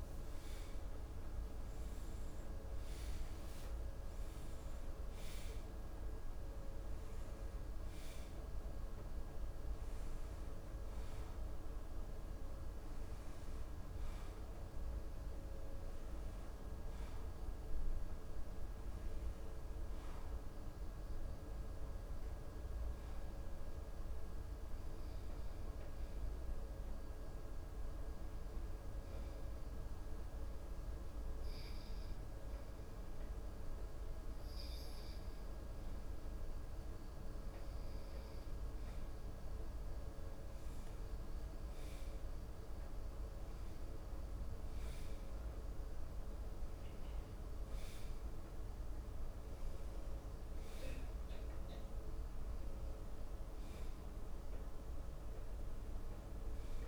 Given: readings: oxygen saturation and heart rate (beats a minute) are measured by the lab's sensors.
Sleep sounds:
a person partly awake in a sleep study, hard to hear, by a room microphone; 1
3.50-33.50 s: new sleep stage, N1 (lightest sleep)
12.00-14.00 s: long interval between heartbeats (device-marked, heart rate 90 before, 83 extreme)
17.50-19.50 s: long interval between heartbeats (device-marked, heart rate 87 before, 81 extreme)
26.00-37.50 s: hypopnea (oxygen 97% before, 92% lowest)
33.50-56.88 s: new sleep stage, N2 (light sleep)
40.50-45.00 s: arousal
48.50-56.88 s: oxygen desaturation (device-marked, oxygen 96% before, 92% lowest)
From the record:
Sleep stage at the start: awake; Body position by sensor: on the right side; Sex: male

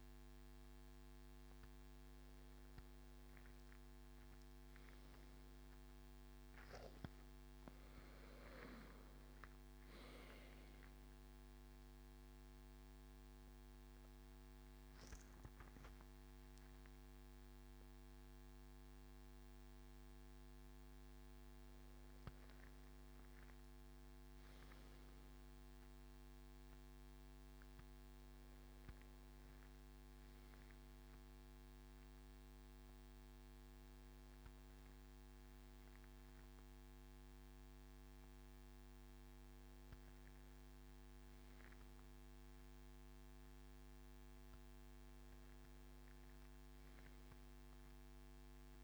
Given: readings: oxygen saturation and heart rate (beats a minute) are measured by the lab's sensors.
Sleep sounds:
breathing in sleep, hard to hear, by a microphone on the trachea; none
none scored
From the record:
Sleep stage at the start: N2 (light sleep); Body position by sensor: on the left side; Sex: male

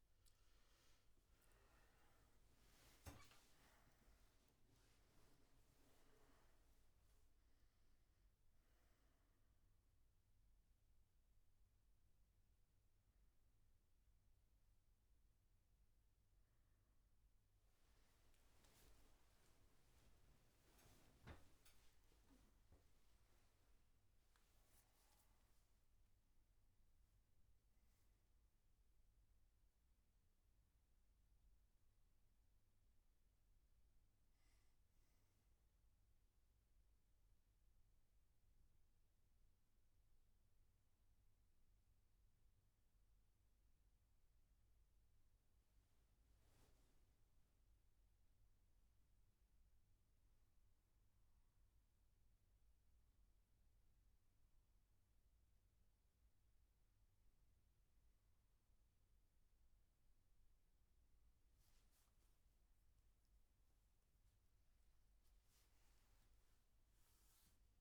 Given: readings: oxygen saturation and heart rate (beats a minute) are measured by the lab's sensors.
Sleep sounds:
breathing in sleep, hard to hear, by a room microphone; none
0.00-23.00 s: oxygen desaturation (device-marked, oxygen 97% before, 92% lowest, heart rate 117 before, 65 extreme)
64.00-67.81 s: new sleep stage, N2 (light sleep)
From the record:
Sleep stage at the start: N1 (lightest sleep); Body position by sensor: on the right side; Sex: male

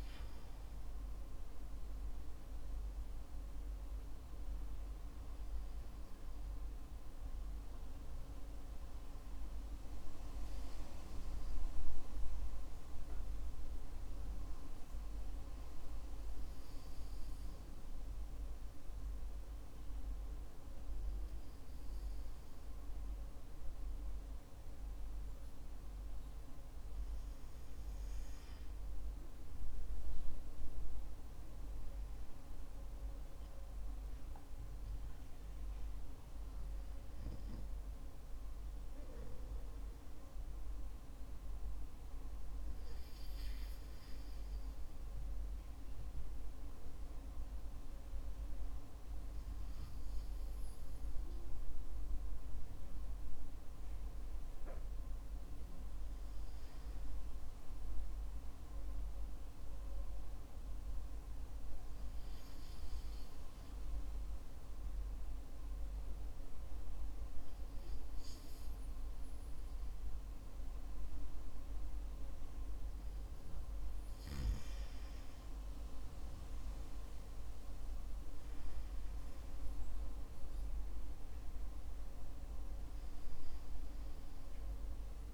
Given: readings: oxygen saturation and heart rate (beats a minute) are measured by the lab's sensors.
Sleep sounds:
breathing in sleep, hard to hear, by a room microphone; 3
10.50-25.00 s: hypopnea (oxygen 96% before, 94% lowest, heart rate 56 before, 51 extreme, up 12 after)
31.00-36.00 s: arousal
41.00-55.00 s: hypopnea (oxygen 95% before, 94% lowest, heart rate 59 before, 52 extreme, up 1 after)
57.50-61.50 s: arousal
63.00-73.00 s: hypopnea (oxygen 96% before, 94% lowest, heart rate 56 before, 47 extreme, up 13 after)
77.50-81.00 s: arousal
From the record:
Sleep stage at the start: N2 (light sleep); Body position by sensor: on the back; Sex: male

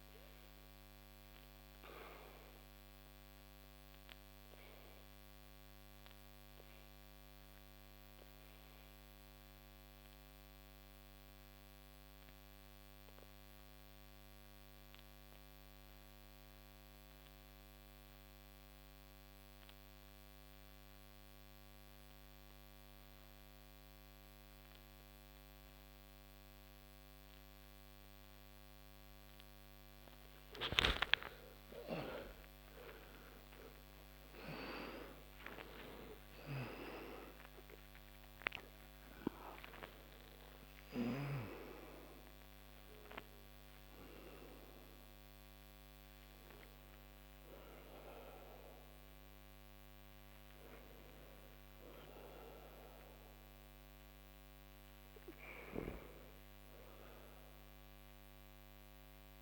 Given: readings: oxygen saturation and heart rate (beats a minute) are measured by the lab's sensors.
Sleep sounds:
breathing in sleep by a microphone on the trachea; 1
0.00-25.50 s: oxygen desaturation (device-marked, oxygen 77% lowest)
0.50-29.50 s: obstructive apnea (oxygen 96% before, 77% lowest)
30.50-35.50 s: arousal
42.50-59.42 s: oxygen desaturation (device-marked, oxygen 91% before, 79% lowest)
From the record:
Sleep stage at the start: REM sleep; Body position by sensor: on the back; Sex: male

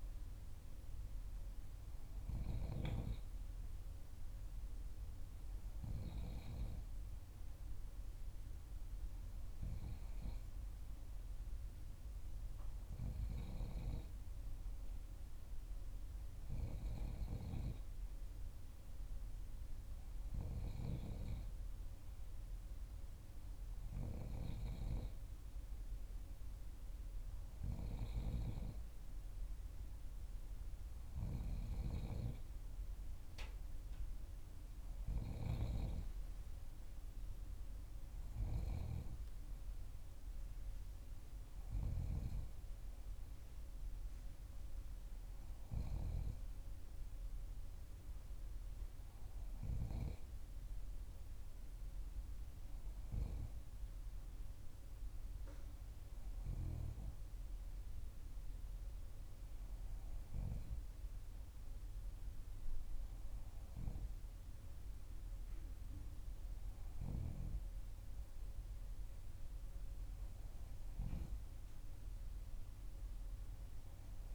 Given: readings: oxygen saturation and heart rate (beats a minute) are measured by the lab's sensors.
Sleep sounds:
breathing in sleep by a room microphone; none
none scored
From the record:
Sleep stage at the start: N3 (deep sleep); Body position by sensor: on the back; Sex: female

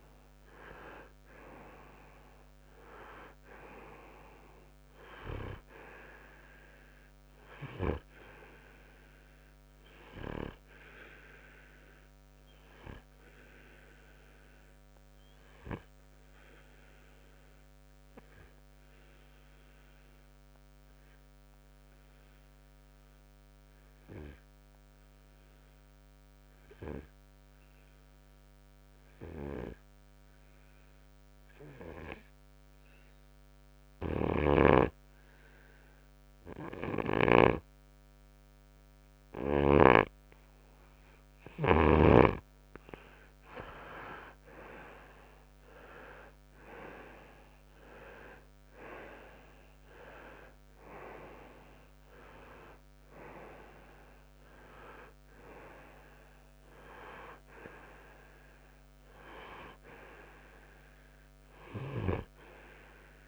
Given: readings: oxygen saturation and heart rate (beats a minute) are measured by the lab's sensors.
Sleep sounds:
breathing in sleep by a microphone on the trachea; 1
11.50-41.50 s: obstructive apnea (oxygen 97% before, 90% lowest, heart rate 64 before, 54 extreme, up 12 after)
24.00-36.00 s: oxygen desaturation (device-marked, oxygen 95% before, 92% lowest, heart rate 59 before, 55 extreme)
44.50-48.50 s: arousal
From the record:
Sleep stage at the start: N2 (light sleep); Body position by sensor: on the right side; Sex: male

